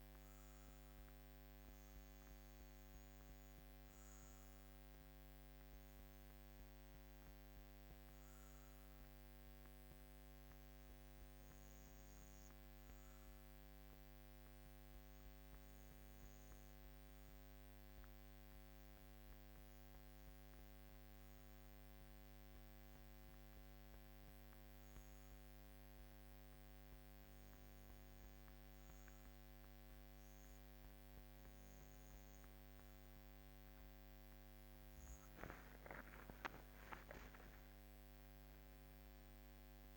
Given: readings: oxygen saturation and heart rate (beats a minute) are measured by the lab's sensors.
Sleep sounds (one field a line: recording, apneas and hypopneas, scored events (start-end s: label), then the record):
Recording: breathing in sleep, hard to hear, by a microphone on the trachea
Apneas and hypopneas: 1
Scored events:
13.00-31.00 s: obstructive apnea (oxygen 95% before, 93% lowest, heart rate 59 before, 60 extreme, up 14 after)
36.00-39.97 s: arousal
From the record:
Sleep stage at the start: REM sleep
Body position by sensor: on the back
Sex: female